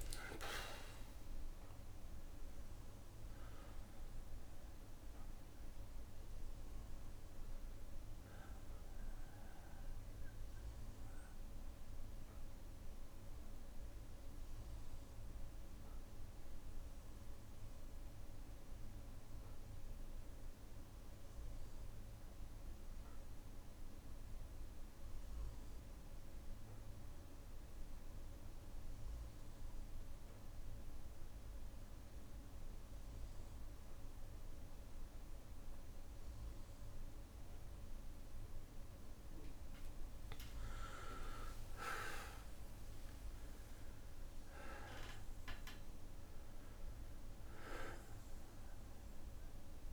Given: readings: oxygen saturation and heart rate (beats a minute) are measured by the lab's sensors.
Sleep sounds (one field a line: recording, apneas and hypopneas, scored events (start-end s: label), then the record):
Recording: breathing in sleep by a room microphone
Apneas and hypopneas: 1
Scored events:
0.00-21.00 s: oxygen desaturation (device-marked, oxygen 91% lowest)
0.00-24.00 s: bradycardia (device-marked)
12.50-38.00 s: obstructive apnea (oxygen 98% before, 91% lowest, heart rate 33 before, 34 extreme, up 2 after)
25.00-30.00 s: bradycardia (device-marked, heart rate 61 before, 59 extreme)
33.00-36.00 s: bradycardia (device-marked, heart rate 61 before, 59 extreme)
36.00-49.93 s: oxygen desaturation (device-marked, oxygen 99% before, 92% lowest, heart rate 57 before, 34 extreme)
39.00-49.93 s: bradycardia (device-marked, heart rate 61 before, 34 extreme)
40.50-42.50 s: long interval between heartbeats (device-marked, heart rate 59 before, 60 extreme)
40.50-46.00 s: arousal
45.00-47.00 s: long interval between heartbeats (device-marked, heart rate 58 before, 45 extreme)
48.00-49.93 s: long interval between heartbeats (device-marked, heart rate 55 before, 46 extreme)
From the record:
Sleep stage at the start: N2 (light sleep)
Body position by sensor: on the back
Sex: male